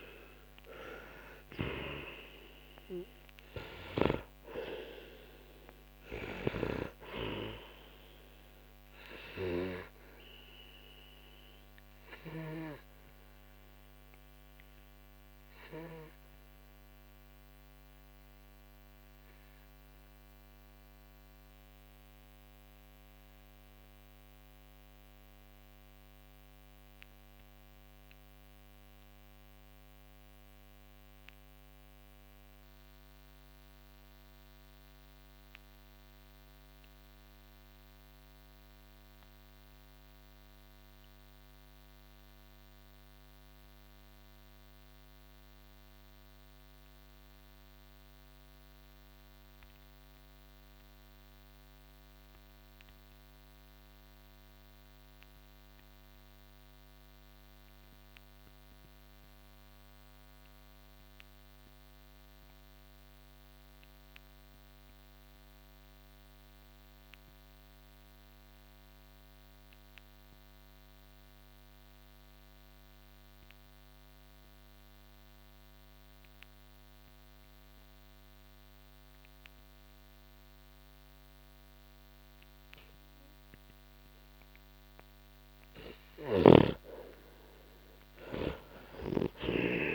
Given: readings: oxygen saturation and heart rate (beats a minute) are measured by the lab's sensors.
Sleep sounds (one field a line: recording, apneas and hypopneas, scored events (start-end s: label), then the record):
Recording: breathing in sleep by a microphone on the trachea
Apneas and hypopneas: 1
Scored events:
0.00-40.00 s: oxygen desaturation (device-marked, oxygen 84% lowest, heart rate 44 extreme)
9.50-85.50 s: obstructive apnea (oxygen 97% before, 84% lowest, heart rate 67 before, 44 extreme, up 23 after)
74.00-89.95 s: oxygen desaturation (device-marked, oxygen 97% before, 84% lowest, heart rate 53 before, 42 extreme)
From the record:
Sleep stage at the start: N2 (light sleep)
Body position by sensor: on the back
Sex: male